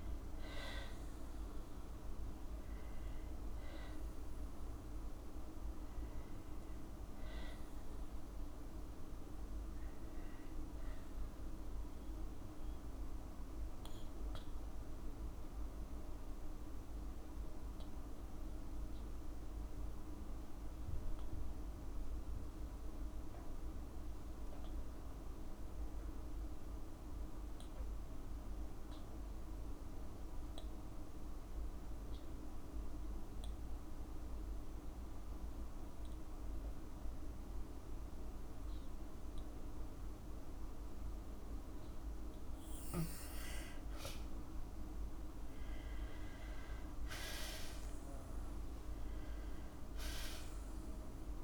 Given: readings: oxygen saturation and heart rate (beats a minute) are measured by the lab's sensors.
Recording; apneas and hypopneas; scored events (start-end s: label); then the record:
breathing in sleep, hard to hear, by a room microphone; 2
0.00-2.00 s: arousal
3.00-18.50 s: obstructive apnea (oxygen 96% before, 94% lowest, heart rate 61 before, 54 extreme, up 0 after)
21.50-24.00 s: arousal
23.50-30.50 s: oxygen desaturation (device-marked, oxygen 97% before, 94% lowest, heart rate 57 before, 54 extreme)
29.50-42.00 s: obstructive apnea (oxygen 97% before, 91% lowest, heart rate 56 before, 54 extreme, up 15 after)
44.50-47.50 s: arousal
45.50-47.50 s: long interval between heartbeats (device-marked, heart rate 55 before, 65 extreme)
From the record:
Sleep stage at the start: N2 (light sleep); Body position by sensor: on the back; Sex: female